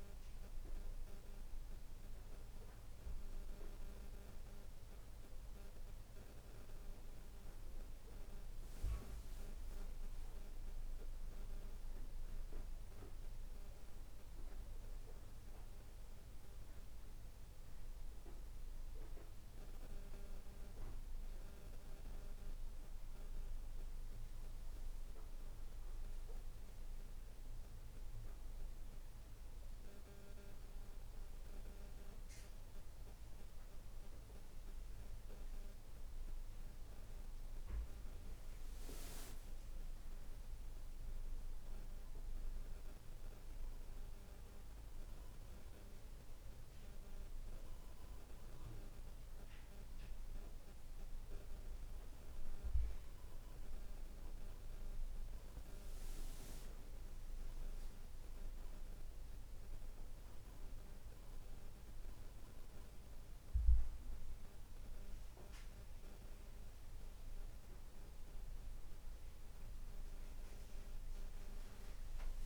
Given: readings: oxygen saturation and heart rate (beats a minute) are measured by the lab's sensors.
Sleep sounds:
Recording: breathing in sleep, hard to hear, by a room microphone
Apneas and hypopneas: none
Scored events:
65.00-72.46 s: new sleep stage, awake
From the record:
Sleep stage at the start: N2 (light sleep)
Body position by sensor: on the right side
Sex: male

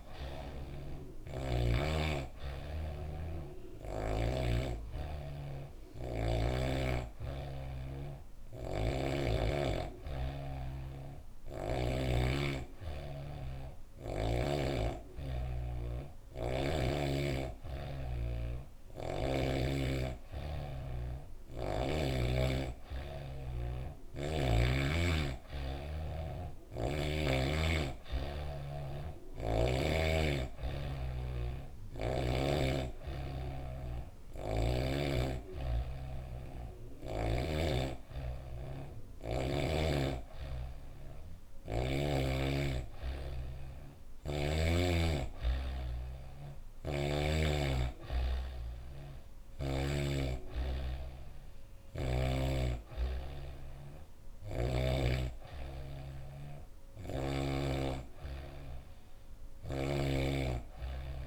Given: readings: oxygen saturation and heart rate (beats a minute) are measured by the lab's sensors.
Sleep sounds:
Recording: breathing in sleep by a room microphone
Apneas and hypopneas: 1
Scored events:
0.50-12.00 s: obstructive apnea (oxygen 96% before, 92% lowest, heart rate 69 before, 67 extreme, up 0 after)
8.00-11.50 s: snoring (device-marked)
13.50-17.00 s: arousal
33.50-37.00 s: snoring (device-marked)
From the record:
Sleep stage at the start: N2 (light sleep)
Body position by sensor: on the back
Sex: female

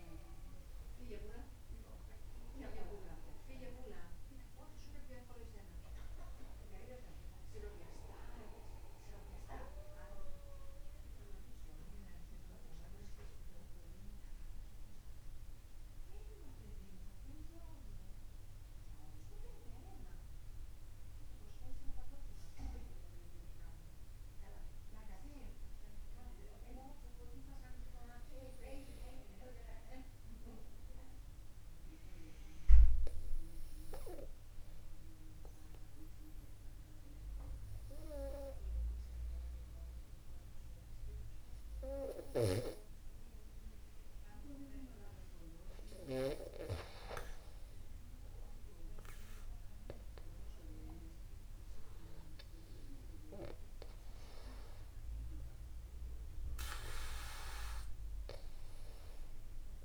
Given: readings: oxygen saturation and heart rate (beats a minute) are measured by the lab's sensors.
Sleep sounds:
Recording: breathing in sleep by a room microphone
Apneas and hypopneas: 1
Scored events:
10.00-46.00 s: mixed apnea (oxygen 96% before, 93% lowest, heart rate 51 before, 49 extreme, up 0 after)
13.50-30.50 s: oxygen desaturation (device-marked, oxygen 96% before, 93% lowest, heart rate 51 before, 49 extreme)
49.00-53.00 s: arousal
From the record:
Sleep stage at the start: N2 (light sleep)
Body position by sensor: upright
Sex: male

